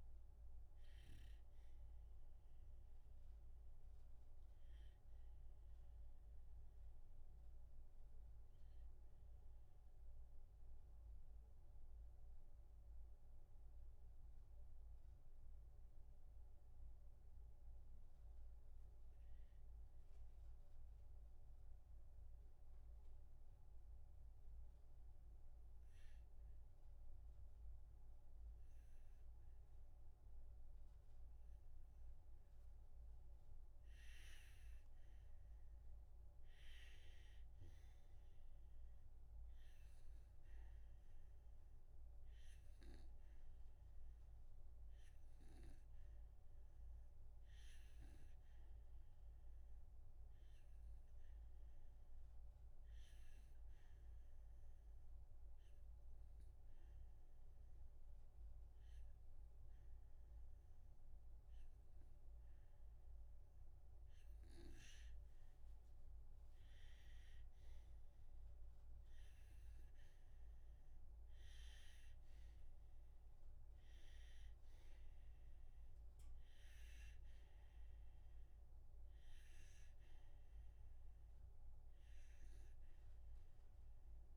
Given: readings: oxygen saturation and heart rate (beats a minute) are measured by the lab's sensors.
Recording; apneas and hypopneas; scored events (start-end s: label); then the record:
breathing in sleep, hard to hear, by a room microphone; 2
0.00-3.00 s: oxygen desaturation (device-marked, oxygen 90% lowest, heart rate 58 extreme)
3.50-32.00 s: obstructive apnea (oxygen 96% before, 84% lowest, heart rate 65 before, 61 extreme, up 4 after)
5.00-19.00 s: oxygen desaturation (device-marked, oxygen 92% before, 84% lowest, heart rate 66 before, 61 extreme)
12.00-84.37 s: new sleep stage, N2 (light sleep)
34.50-38.50 s: arousal
43.00-62.00 s: obstructive apnea (oxygen 99% before, 92% lowest, heart rate 63 before, 60 extreme, up 14 after)
49.00-66.00 s: oxygen desaturation (device-marked, oxygen 98% before, 92% lowest, heart rate 62 before, 60 extreme)
66.00-69.50 s: arousal
72.00-84.37 s: oxygen desaturation (device-marked, oxygen 96% before, 92% lowest, heart rate 65 before, 62 extreme)
From the record:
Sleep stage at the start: REM sleep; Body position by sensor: on the back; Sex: male